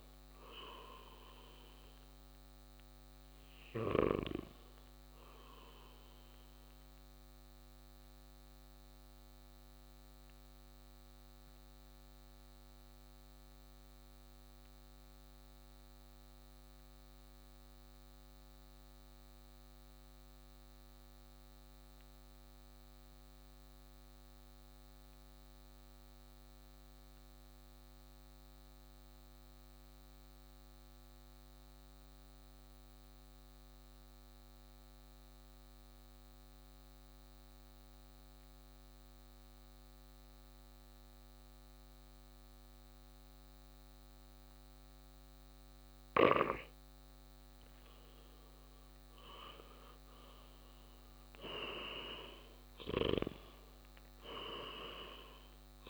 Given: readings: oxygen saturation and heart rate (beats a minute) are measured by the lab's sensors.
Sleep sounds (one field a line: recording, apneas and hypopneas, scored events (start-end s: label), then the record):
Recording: breathing in sleep by a microphone on the trachea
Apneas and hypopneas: 1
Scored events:
0.00-21.00 s: oxygen desaturation (device-marked, oxygen 88% lowest, heart rate 55 extreme)
8.00-46.00 s: mixed apnea (oxygen 96% before, 87% lowest, heart rate 62 before, 55 extreme, up 7 after)
33.00-55.90 s: oxygen desaturation (device-marked, oxygen 99% before, 87% lowest, heart rate 57 before, 56 extreme)
49.50-53.50 s: arousal
From the record:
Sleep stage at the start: N2 (light sleep)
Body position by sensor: on the right side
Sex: male